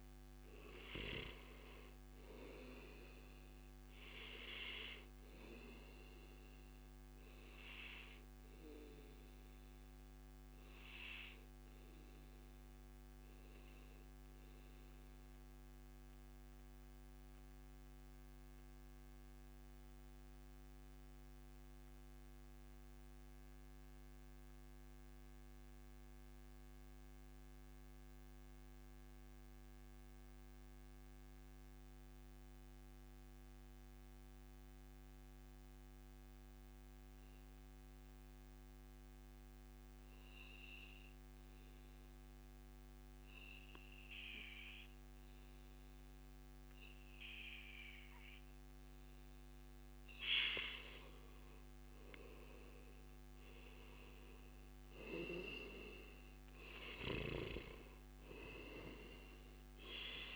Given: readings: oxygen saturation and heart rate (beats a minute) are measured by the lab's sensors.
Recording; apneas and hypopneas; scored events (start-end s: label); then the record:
breathing in sleep by a microphone on the trachea; 1
9.00-48.00 s: mixed apnea (oxygen 97% before, 92% lowest, heart rate 140 before, 97 extreme, up 32 after)
14.00-16.00 s: long interval between heartbeats (device-marked, heart rate 139 before, 124 extreme)
16.50-18.50 s: long interval between heartbeats (device-marked, heart rate 137 before, 115 extreme)
20.50-22.50 s: long interval between heartbeats (device-marked, heart rate 131 before, 100 extreme)
31.50-33.50 s: long interval between heartbeats (device-marked, heart rate 113 before, 116 extreme)
41.50-60.36 s: oxygen desaturation (device-marked, oxygen 98% before, 92% lowest, heart rate 108 before, 97 extreme)
43.00-45.00 s: long interval between heartbeats (device-marked, heart rate 108 before, 100 extreme)
46.50-48.50 s: long interval between heartbeats (device-marked, heart rate 108 before, 99 extreme)
50.50-54.00 s: arousal
From the record:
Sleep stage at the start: N2 (light sleep); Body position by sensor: on the back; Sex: male